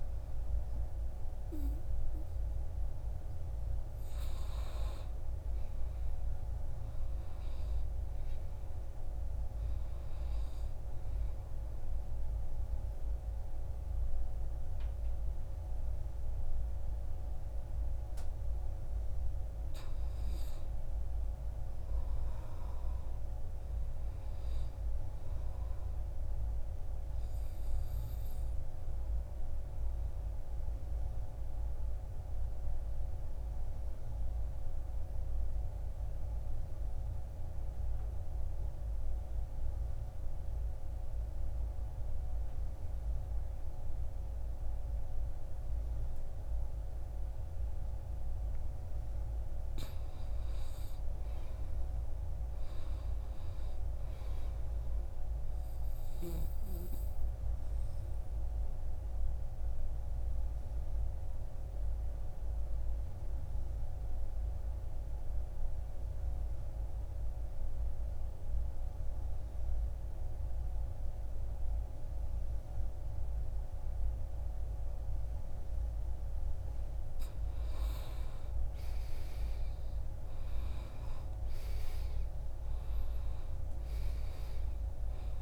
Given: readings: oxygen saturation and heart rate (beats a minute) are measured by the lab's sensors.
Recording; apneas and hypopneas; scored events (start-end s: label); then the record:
breathing in sleep, hard to hear, by a room microphone; 2
2.00-6.00 s: arousal
10.50-23.50 s: oxygen desaturation (device-marked, oxygen 95% before, 85% lowest, heart rate 61 before, 51 extreme)
25.00-27.50 s: arousal
31.00-48.00 s: obstructive apnea (oxygen 95% before, 84% lowest, heart rate 58 before, 51 extreme, up 14 after)
51.00-54.00 s: arousal
53.50-77.50 s: oxygen desaturation (device-marked, oxygen 97% before, 84% lowest, heart rate 53 before, 51 extreme)
57.00-76.50 s: obstructive apnea (oxygen 97% before, 84% lowest, heart rate 55 before, 51 extreme, up 13 after)
79.50-83.00 s: arousal
From the record:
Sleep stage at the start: N2 (light sleep); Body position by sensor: on the back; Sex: male